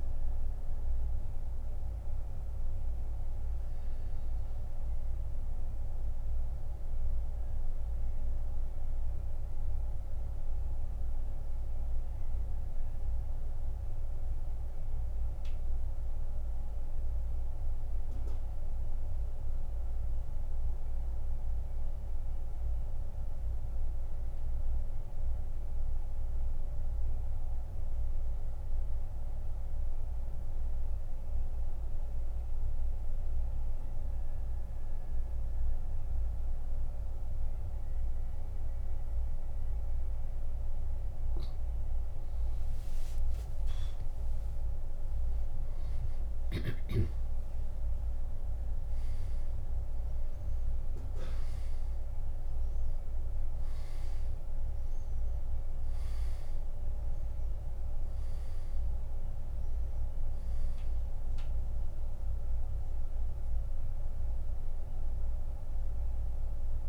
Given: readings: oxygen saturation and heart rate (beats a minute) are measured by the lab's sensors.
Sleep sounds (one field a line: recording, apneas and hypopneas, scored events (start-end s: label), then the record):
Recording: breathing in sleep, hard to hear, by a room microphone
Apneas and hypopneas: 1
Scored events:
2.00-29.00 s: oxygen desaturation (device-marked, oxygen 96% before, 87% lowest, heart rate 86 before, 58 extreme)
6.00-40.00 s: central apnea (oxygen 98% before, 86% lowest, heart rate 86 before, 58 extreme, up 33 after)
43.00-47.50 s: arousal
From the record:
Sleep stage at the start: N2 (light sleep)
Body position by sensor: on the back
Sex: male